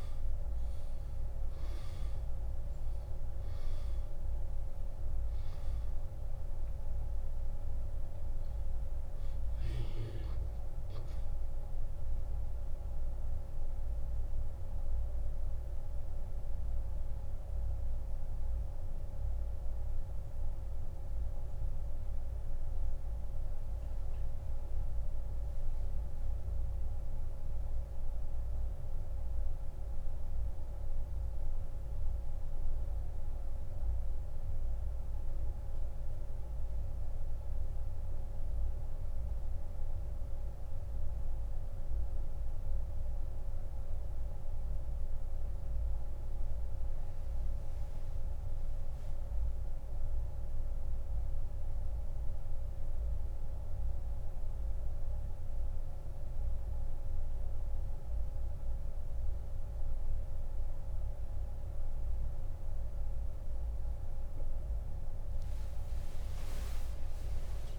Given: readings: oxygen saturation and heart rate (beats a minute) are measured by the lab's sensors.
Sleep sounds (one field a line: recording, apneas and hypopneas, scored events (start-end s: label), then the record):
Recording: breathing in sleep, hard to hear, by a room microphone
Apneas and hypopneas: 1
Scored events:
0.00-49.00 s: oxygen desaturation (device-marked, oxygen 87% lowest)
12.50-63.50 s: mixed apnea (oxygen 97% before, 86% lowest)
From the record:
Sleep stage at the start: N2 (light sleep)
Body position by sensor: on the back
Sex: male